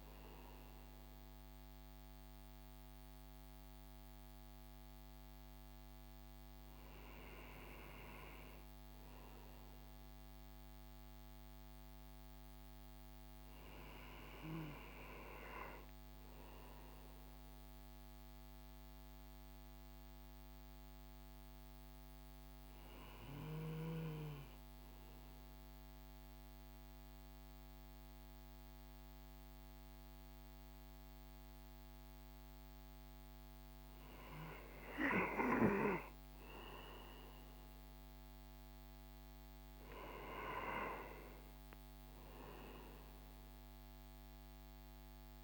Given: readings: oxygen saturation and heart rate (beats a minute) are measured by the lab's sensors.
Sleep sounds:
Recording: breathing in sleep by a microphone on the trachea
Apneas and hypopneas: none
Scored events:
none scored
From the record:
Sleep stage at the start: N1 (lightest sleep)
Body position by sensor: on the right side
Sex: male

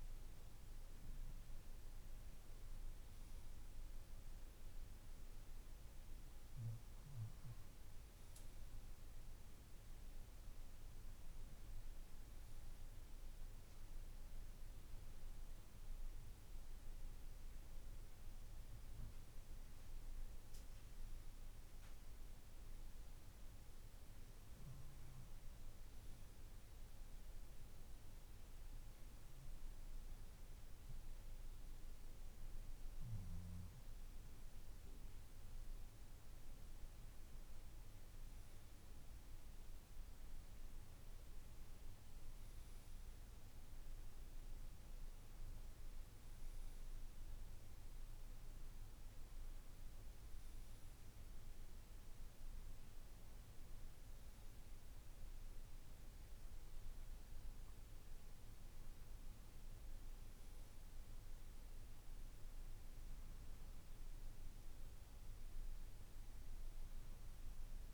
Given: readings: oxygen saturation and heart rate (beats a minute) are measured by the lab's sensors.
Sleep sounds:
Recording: breathing in sleep, hard to hear, by a room microphone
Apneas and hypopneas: none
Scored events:
none scored
From the record:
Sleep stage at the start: N2 (light sleep)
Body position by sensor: on the left side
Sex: male

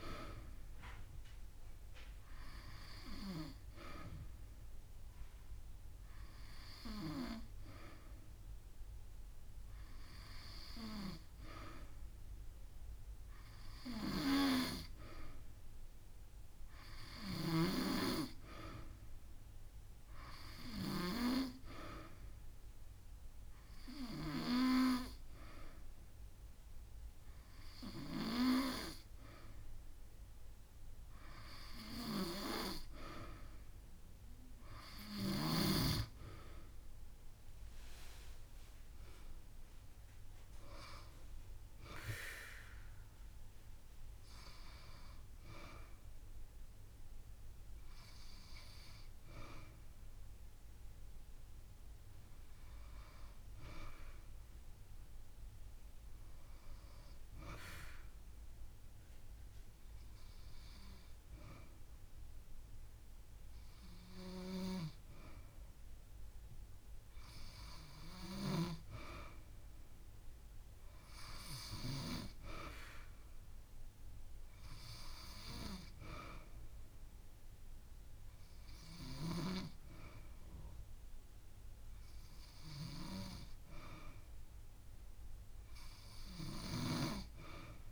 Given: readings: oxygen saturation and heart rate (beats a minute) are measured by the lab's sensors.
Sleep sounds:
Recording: breathing in sleep by a room microphone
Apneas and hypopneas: 1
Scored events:
0.00-2.50 s: arousal
5.50-6.50 s: drop in pulse transit time (device-marked)
19.50-21.50 s: long interval between heartbeats (device-marked)
21.50-32.50 s: obstructive apnea (oxygen 95% before, 92% lowest)
37.00-42.00 s: arousal
44.00-46.00 s: long interval between heartbeats (device-marked)
51.50-53.50 s: long interval between heartbeats (device-marked)
56.50-65.50 s: drop in pulse transit time (device-marked)
62.00-64.00 s: long interval between heartbeats (device-marked)
84.50-86.50 s: long interval between heartbeats (device-marked)
From the record:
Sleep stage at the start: N2 (light sleep)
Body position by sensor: on the back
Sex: female

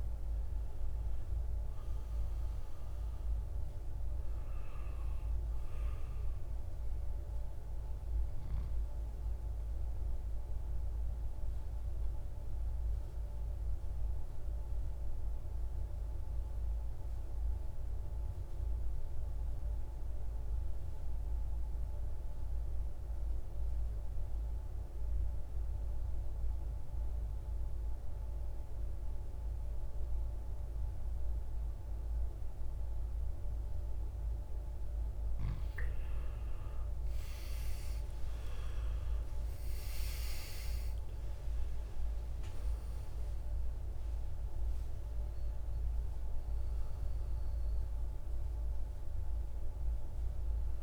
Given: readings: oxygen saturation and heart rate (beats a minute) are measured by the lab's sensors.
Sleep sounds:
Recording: breathing in sleep, hard to hear, by a room microphone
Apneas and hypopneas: 1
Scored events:
1.00-19.00 s: oxygen desaturation (device-marked, oxygen 96% before, 92% lowest, heart rate 57 before, 53 extreme)
9.50-34.00 s: obstructive apnea (oxygen 98% before, 87% lowest, heart rate 61 before, 53 extreme, up 21 after)
29.00-50.82 s: oxygen desaturation (device-marked, oxygen 98% before, 87% lowest, heart rate 56 before, 53 extreme)
37.00-41.00 s: arousal
From the record:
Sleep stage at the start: N2 (light sleep)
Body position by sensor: on the right side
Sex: male

